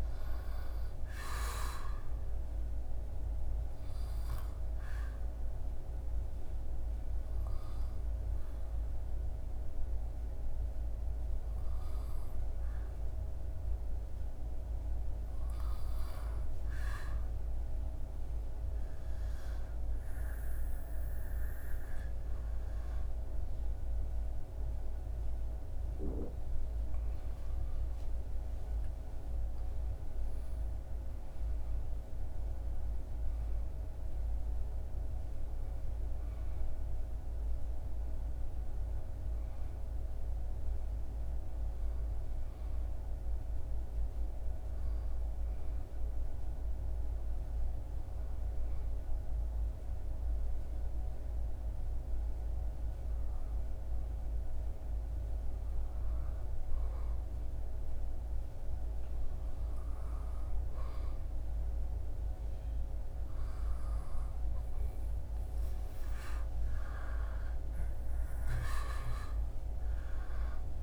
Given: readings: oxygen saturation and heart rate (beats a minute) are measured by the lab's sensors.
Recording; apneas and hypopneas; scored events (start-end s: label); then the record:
breathing in sleep, hard to hear, by a room microphone; 2
0.00-14.50 s: oxygen desaturation (device-marked, oxygen 94% lowest, heart rate 77 extreme)
3.00-15.50 s: obstructive apnea (oxygen 98% before, 94% lowest, heart rate 82 before, 80 extreme, up 7 after)
19.00-22.00 s: arousal
50.00-61.50 s: hypopnea (oxygen 99% before, 96% lowest, heart rate 84 before, 74 extreme, up 6 after)
65.50-69.50 s: arousal
From the record:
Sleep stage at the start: N2 (light sleep); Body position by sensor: on the back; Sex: male